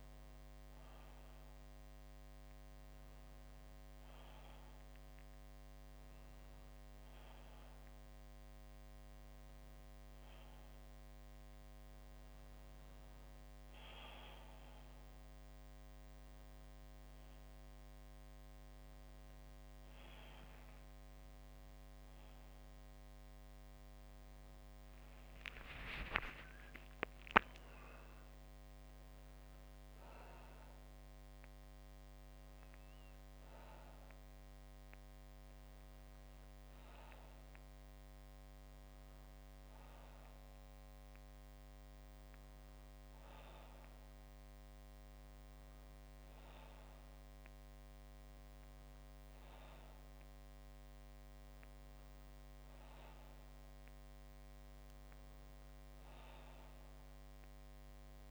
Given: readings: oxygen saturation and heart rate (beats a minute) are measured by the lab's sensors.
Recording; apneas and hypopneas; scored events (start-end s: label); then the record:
breathing in sleep, hard to hear, by a microphone on the trachea; none
21.00-26.00 s: arousal
29.50-58.31 s: new sleep stage, N2 (light sleep)
From the record:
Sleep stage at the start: N1 (lightest sleep); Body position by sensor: on the back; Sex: male